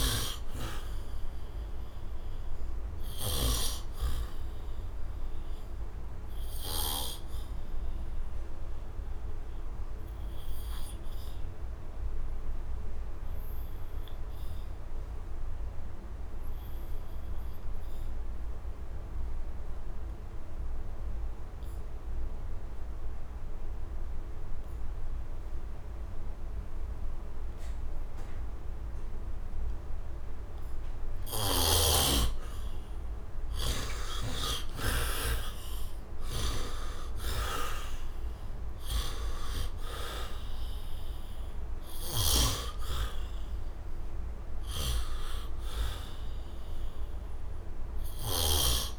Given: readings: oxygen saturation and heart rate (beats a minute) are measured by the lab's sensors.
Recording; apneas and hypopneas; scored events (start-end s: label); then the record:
breathing in sleep by a room microphone; 1
0.00-3.00 s: snoring (device-marked)
0.00-16.00 s: oxygen desaturation (device-marked, oxygen 63% lowest, heart rate 73 extreme)
2.00-30.50 s: obstructive apnea (oxygen 100% before, 63% lowest, heart rate 81 before, 75 extreme, up 36 after)
18.00-48.99 s: oxygen desaturation (device-marked, oxygen 100% before, 67% lowest, heart rate 76 before, 74 extreme)
34.00-38.50 s: arousal
41.50-48.00 s: snoring (device-marked)
From the record:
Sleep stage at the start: N2 (light sleep); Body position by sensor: on the back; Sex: male